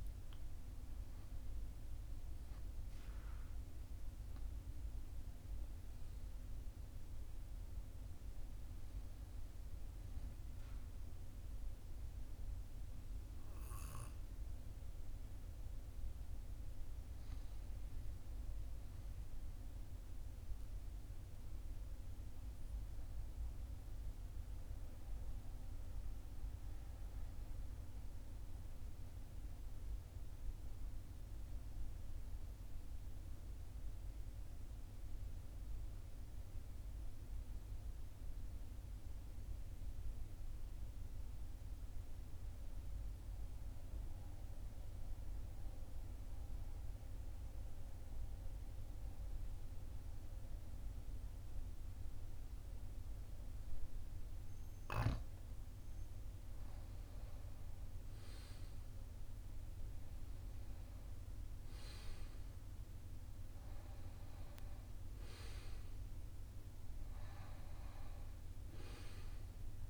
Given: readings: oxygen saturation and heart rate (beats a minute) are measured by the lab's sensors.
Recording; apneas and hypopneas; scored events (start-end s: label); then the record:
breathing in sleep, hard to hear, by a room microphone; 1
0.00-12.00 s: oxygen desaturation (device-marked, oxygen 93% lowest, heart rate 42 extreme)
14.50-18.50 s: arousal
21.00-55.50 s: obstructive apnea (oxygen 98% before, 90% lowest, heart rate 43 before, 42 extreme, up 2 after)
51.00-69.90 s: oxygen desaturation (device-marked, oxygen 98% before, 92% lowest, heart rate 42 before, 42 extreme)
From the record:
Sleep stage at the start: N2 (light sleep); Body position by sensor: on the right side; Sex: male